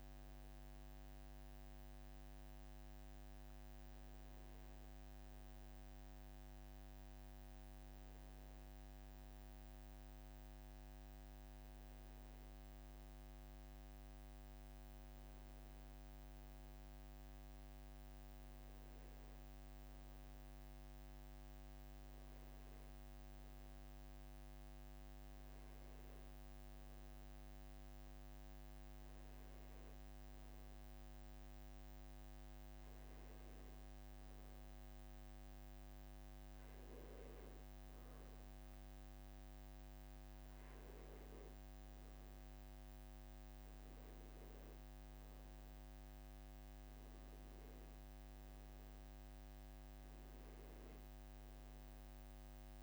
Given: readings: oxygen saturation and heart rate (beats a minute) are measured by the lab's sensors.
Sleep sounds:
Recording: breathing in sleep, hard to hear, by a microphone on the trachea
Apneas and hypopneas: none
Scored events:
none scored
From the record:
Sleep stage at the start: N1 (lightest sleep)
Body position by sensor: on the back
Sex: male

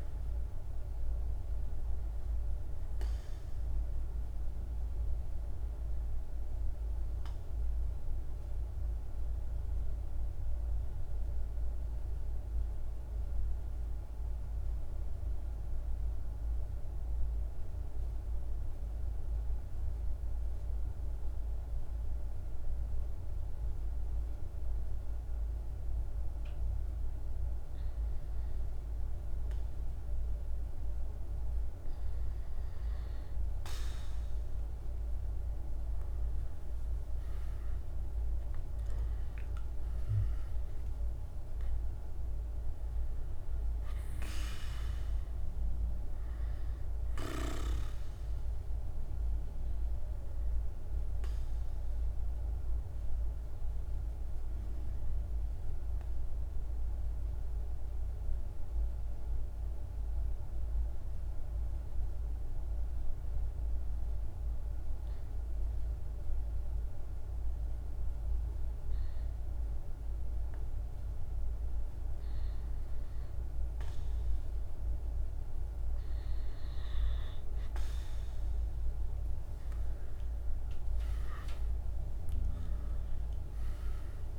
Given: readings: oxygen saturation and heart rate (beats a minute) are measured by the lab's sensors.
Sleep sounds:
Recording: breathing in sleep, hard to hear, by a room microphone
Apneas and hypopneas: 2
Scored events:
0.00-11.50 s: oxygen desaturation (device-marked, oxygen 91% lowest, heart rate 45 extreme)
4.00-32.00 s: mixed apnea (oxygen 98% before, 91% lowest, heart rate 50 before, 45 extreme, up 7 after)
26.50-61.50 s: oxygen desaturation (device-marked, oxygen 99% before, 92% lowest, heart rate 46 before, 47 extreme)
36.00-40.50 s: arousal
51.50-76.50 s: mixed apnea (oxygen 99% before, 90% lowest, heart rate 52 before, 48 extreme, up 5 after)
73.50-84.38 s: oxygen desaturation (device-marked, oxygen 99% before, 91% lowest, heart rate 49 before, 48 extreme)
78.50-82.50 s: arousal
From the record:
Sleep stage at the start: N2 (light sleep)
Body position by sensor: on the back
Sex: male

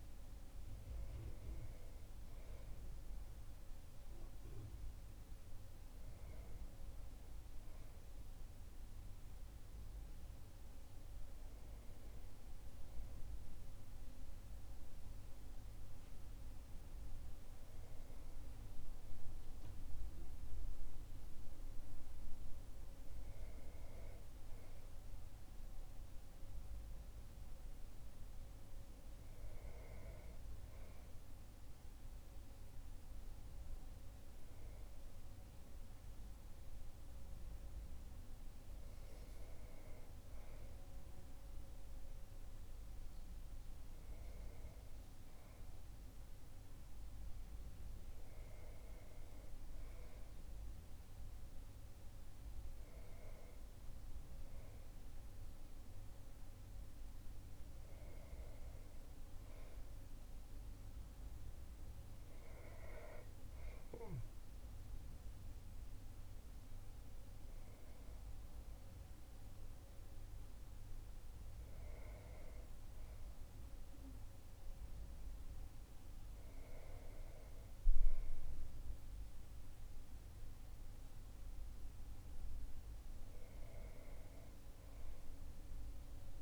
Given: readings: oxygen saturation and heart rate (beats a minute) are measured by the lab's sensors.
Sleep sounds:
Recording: breathing in sleep, hard to hear, by a room microphone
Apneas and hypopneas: none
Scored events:
none scored
From the record:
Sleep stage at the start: N2 (light sleep)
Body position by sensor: on the back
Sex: male

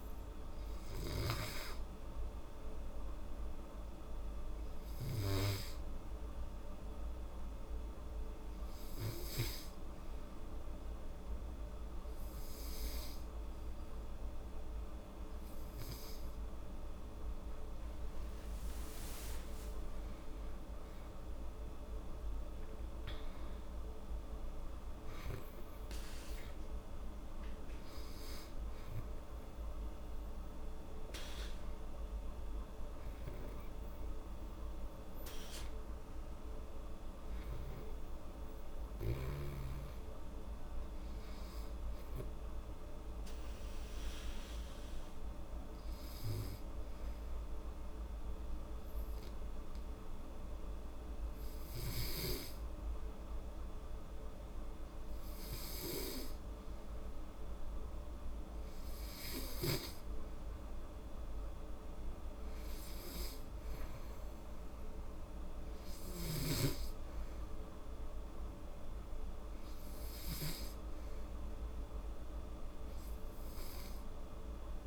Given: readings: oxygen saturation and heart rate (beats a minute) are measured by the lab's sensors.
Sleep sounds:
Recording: breathing in sleep by a room microphone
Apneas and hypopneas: 2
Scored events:
3.50-15.50 s: hypopnea (oxygen 98% before, 92% lowest, heart rate 79 before, 71 extreme, up 9 after)
14.50-43.50 s: oxygen desaturation (device-marked, oxygen 98% before, 93% lowest, heart rate 77 before, 71 extreme)
17.50-22.00 s: arousal
44.00-58.00 s: hypopnea (oxygen 97% before, 86% lowest, heart rate 77 before, 73 extreme, up 4 after)
60.50-74.87 s: oxygen desaturation (device-marked, oxygen 97% before, 92% lowest, heart rate 74 before, 75 extreme)
61.00-64.00 s: arousal
From the record:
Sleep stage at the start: N2 (light sleep)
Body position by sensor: on the back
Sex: female

